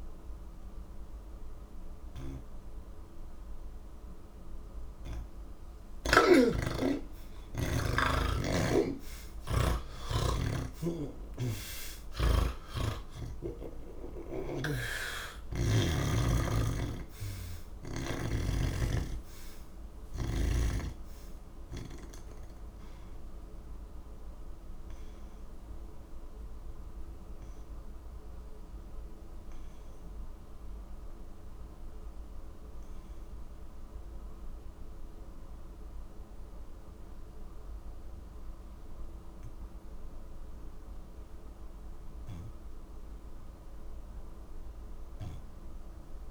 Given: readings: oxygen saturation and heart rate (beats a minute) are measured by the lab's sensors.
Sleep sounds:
breathing in sleep by a room microphone; none
0.00-2.00 s: oxygen desaturation (device-marked, oxygen 66% lowest, heart rate 70 extreme)
10.50-14.50 s: snoring (device-marked)
16.50-20.00 s: snoring (device-marked)
From the record:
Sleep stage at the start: N3 (deep sleep); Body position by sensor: on the back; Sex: male

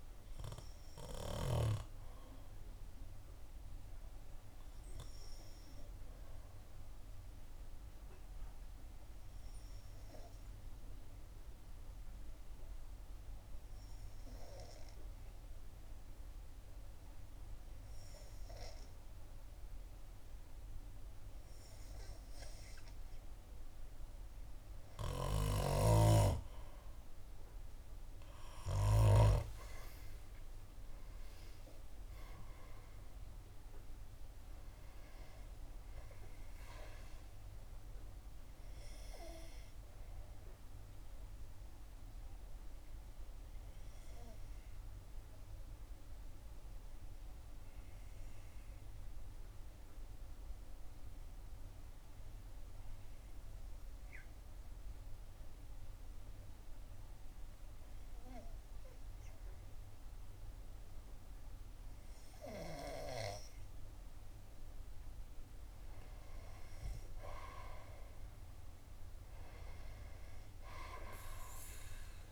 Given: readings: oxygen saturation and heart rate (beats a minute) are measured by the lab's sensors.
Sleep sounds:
breathing in sleep by a room microphone; 2
7.50-24.50 s: hypopnea (oxygen 96% before, 91% lowest, heart rate 66 before, 61 extreme, up 5 after)
26.50-31.50 s: arousal
26.50-50.50 s: oxygen desaturation (device-marked, oxygen 94% before, 91% lowest, heart rate 64 before, 61 extreme)
44.50-63.00 s: obstructive apnea (oxygen 95% before, 91% lowest, heart rate 67 before, 61 extreme, up 5 after)
64.50-72.32 s: oxygen desaturation (device-marked, oxygen 96% before, 91% lowest, heart rate 63 before, 61 extreme)
66.50-72.00 s: arousal
From the record:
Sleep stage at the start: N2 (light sleep); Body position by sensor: on the back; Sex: female

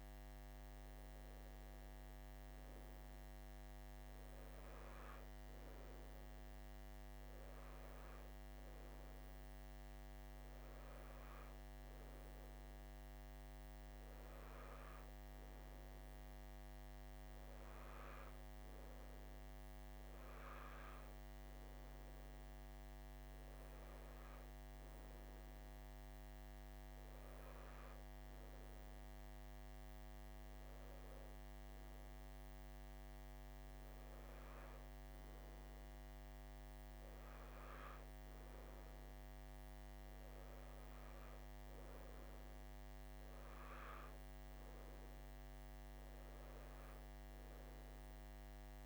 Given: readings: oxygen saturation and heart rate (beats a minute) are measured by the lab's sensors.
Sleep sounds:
breathing in sleep, hard to hear, by a microphone on the trachea; none
none scored
From the record:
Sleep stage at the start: N2 (light sleep); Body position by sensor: on the right side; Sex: male

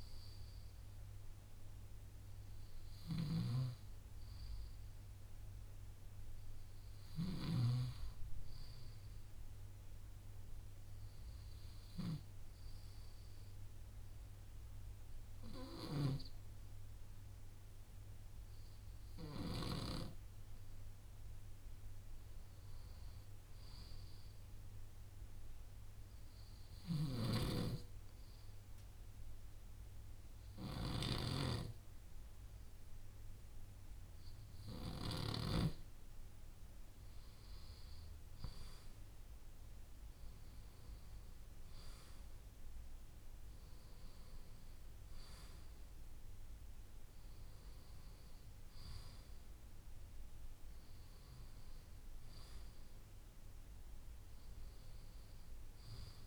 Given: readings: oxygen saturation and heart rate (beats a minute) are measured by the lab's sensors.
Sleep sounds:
breathing in sleep by a room microphone; 1
25.50-38.00 s: obstructive apnea (oxygen 95% before, 93% lowest, heart rate 66 before, 63 extreme, up 58 after)
40.00-43.50 s: arousal
From the record:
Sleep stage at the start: N2 (light sleep); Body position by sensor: on the left side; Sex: male

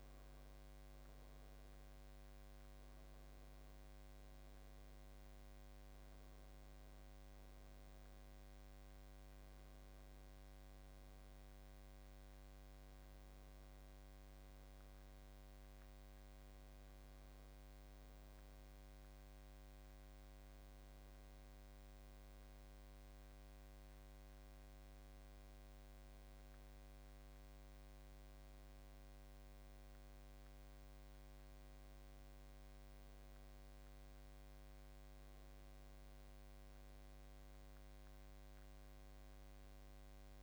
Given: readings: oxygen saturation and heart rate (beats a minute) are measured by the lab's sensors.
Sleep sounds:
breathing in sleep, hard to hear, by a microphone on the trachea; none
0.00-1.00 s: arousal
From the record:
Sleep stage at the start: N2 (light sleep); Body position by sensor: on the back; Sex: male

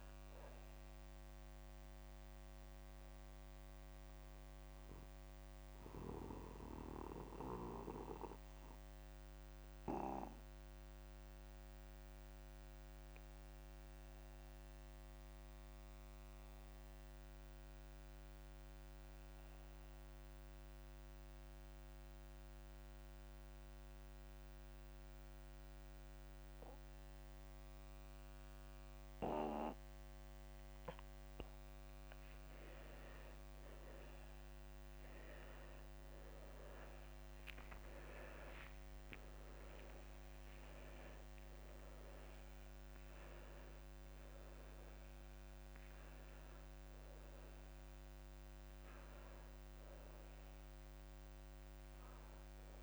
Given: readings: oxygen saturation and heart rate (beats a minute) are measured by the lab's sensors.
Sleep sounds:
breathing in sleep by a microphone on the trachea; 1
0.00-13.50 s: oxygen desaturation (device-marked, oxygen 86% lowest)
3.50-32.00 s: obstructive apnea (oxygen 98% before, 86% lowest)
32.50-52.83 s: oxygen desaturation (device-marked, oxygen 98% before, 86% lowest)
34.50-38.50 s: arousal
From the record:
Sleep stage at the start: N2 (light sleep); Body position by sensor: on the back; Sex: male

